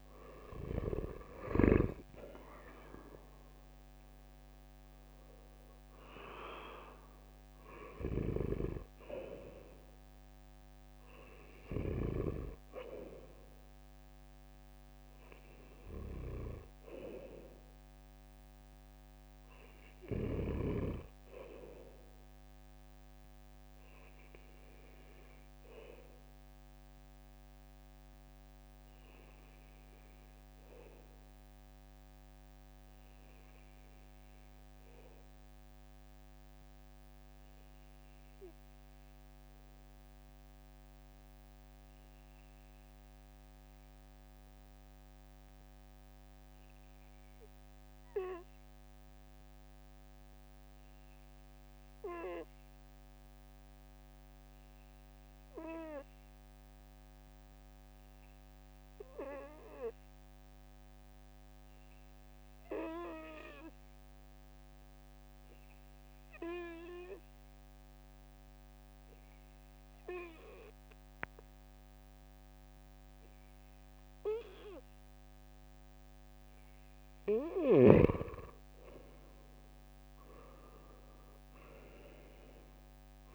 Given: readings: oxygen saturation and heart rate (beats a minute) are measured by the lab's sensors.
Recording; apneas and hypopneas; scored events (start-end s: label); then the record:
breathing in sleep by a microphone on the trachea; 1
0.00-2.00 s: arousal
7.50-11.50 s: snoring (device-marked)
38.00-75.00 s: obstructive apnea (oxygen 99% before, 92% lowest, heart rate 63 before, 64 extreme, up 7 after)
73.00-83.34 s: oxygen desaturation (device-marked, oxygen 97% before, 94% lowest, heart rate 66 before, 64 extreme)
77.00-83.34 s: snoring (device-marked)
77.50-81.50 s: arousal
From the record:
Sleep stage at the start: N2 (light sleep); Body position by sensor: on the right side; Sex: male